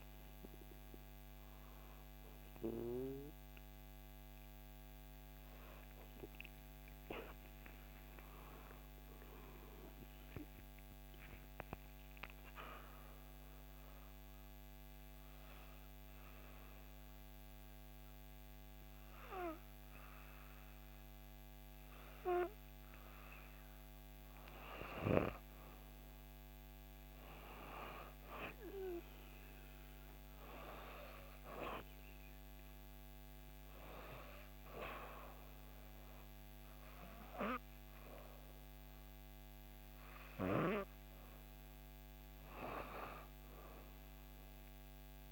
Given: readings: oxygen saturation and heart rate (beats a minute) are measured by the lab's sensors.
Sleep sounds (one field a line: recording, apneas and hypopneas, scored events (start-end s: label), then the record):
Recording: breathing in sleep by a microphone on the trachea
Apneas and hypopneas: 1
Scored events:
11.00-23.00 s: obstructive apnea (oxygen 96% before, 91% lowest, heart rate 65 before, 61 extreme, up 1 after)
20.50-22.50 s: long interval between heartbeats (device-marked, heart rate 66 before, 64 extreme)
24.00-28.50 s: arousal
32.00-45.00 s: oxygen desaturation (device-marked, oxygen 95% before, 92% lowest, heart rate 66 before, 62 extreme)
From the record:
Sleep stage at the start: N2 (light sleep)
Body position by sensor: on the back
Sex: female